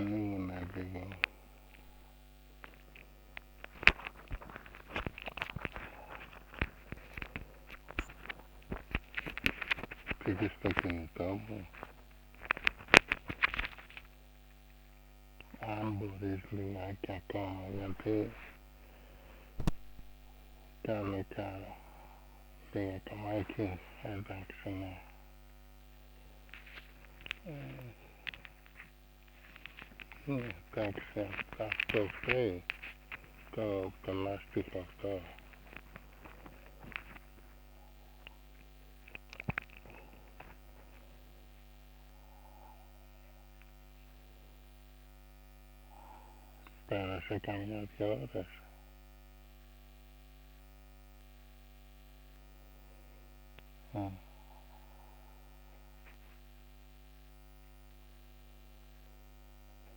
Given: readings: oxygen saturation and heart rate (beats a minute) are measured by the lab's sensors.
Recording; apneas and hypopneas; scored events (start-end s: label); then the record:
a person awake in a sleep study, by a microphone on the trachea; none
none scored
From the record:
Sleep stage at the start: awake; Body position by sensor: on the back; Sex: male